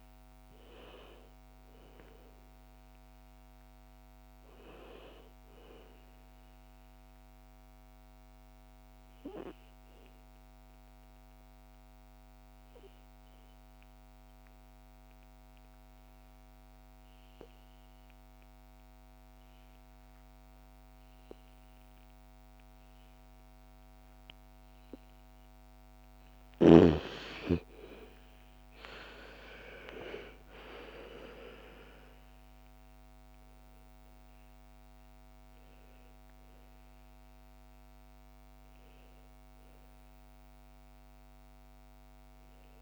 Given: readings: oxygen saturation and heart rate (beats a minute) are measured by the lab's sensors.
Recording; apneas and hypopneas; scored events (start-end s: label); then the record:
breathing in sleep by a microphone on the trachea; 1
0.00-4.00 s: oxygen desaturation (device-marked, oxygen 79% lowest, heart rate 55 extreme)
6.00-25.00 s: obstructive apnea (oxygen 99% before, 82% lowest, heart rate 68 before, 55 extreme, up 15 after)
25.00-42.82 s: oxygen desaturation (device-marked, oxygen 98% before, 84% lowest, heart rate 60 before, 55 extreme)
27.50-31.50 s: arousal
From the record:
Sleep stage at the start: N2 (light sleep); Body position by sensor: on the back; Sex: female